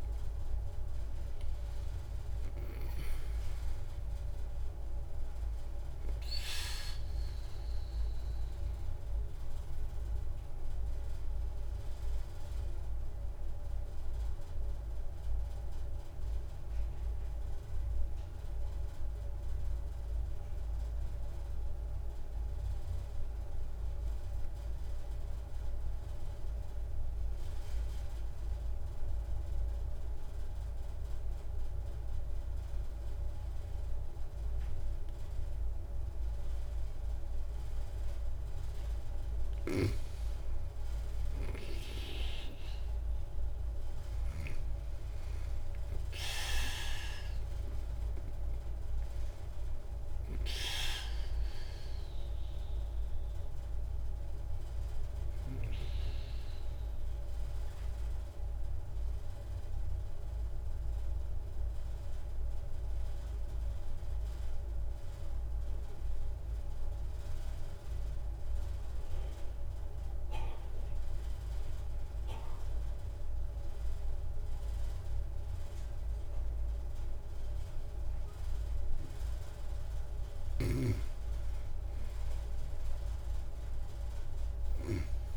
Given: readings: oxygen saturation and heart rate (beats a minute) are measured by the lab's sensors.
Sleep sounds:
breathing in sleep by a room microphone; 2
0.00-9.00 s: oxygen desaturation (device-marked, oxygen 92% lowest)
7.50-39.00 s: mixed apnea (oxygen 96% before, 92% lowest)
41.00-44.50 s: arousal
44.00-71.00 s: oxygen desaturation (device-marked, oxygen 97% before, 92% lowest)
56.50-78.50 s: mixed apnea (oxygen 97% before, 92% lowest)
81.00-85.37 s: arousal
From the record:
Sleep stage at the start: N2 (light sleep); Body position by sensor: on the back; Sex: female

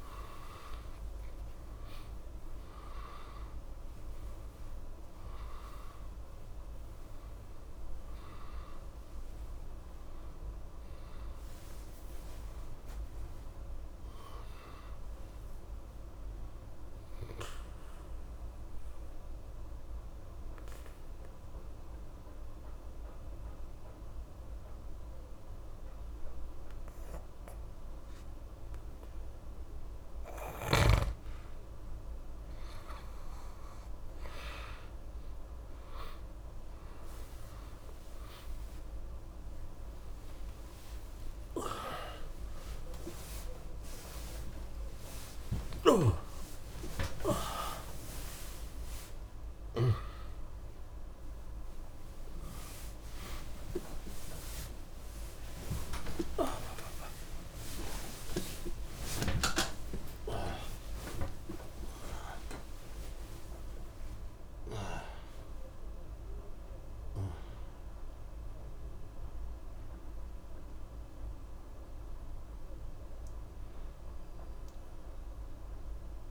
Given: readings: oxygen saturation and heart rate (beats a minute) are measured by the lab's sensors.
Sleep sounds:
a person partly awake in a sleep study, by a room microphone; 1
0.00-18.50 s: oxygen desaturation (device-marked, oxygen 87% lowest, heart rate 64 extreme)
17.00-32.00 s: obstructive apnea (oxygen 97% before, 85% lowest, heart rate 72 before, 64 extreme, up 22 after)
35.50-63.50 s: oxygen desaturation (device-marked, oxygen 96% before, 85% lowest, heart rate 66 before, 68 extreme)
46.50-76.31 s: new sleep stage, awake
From the record:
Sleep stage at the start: N2 (light sleep); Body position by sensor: on the back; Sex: male

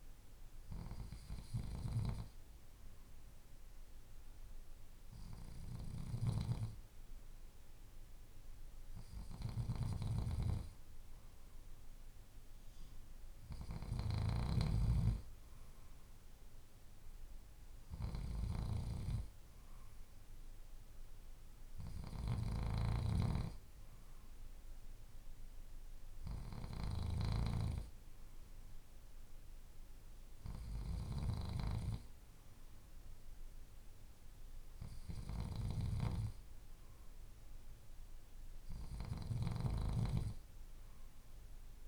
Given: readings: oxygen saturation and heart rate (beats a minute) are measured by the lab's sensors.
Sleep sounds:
breathing in sleep by a room microphone; none
none scored
From the record:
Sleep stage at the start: N2 (light sleep); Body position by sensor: on the left side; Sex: male

